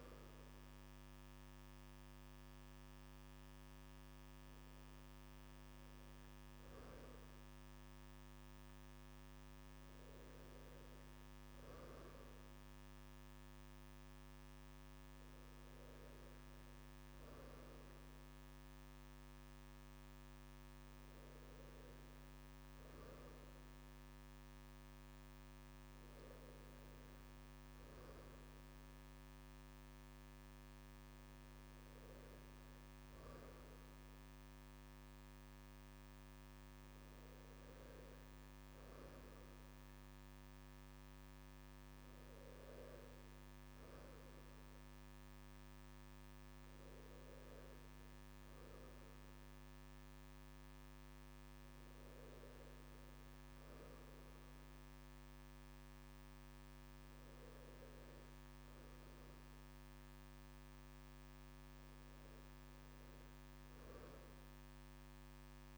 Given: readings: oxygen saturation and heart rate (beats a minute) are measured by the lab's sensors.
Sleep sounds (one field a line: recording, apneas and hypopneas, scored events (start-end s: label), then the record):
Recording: a person awake in a sleep study, hard to hear, by a microphone on the trachea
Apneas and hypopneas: none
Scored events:
none scored
From the record:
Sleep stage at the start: awake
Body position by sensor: on the right side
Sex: male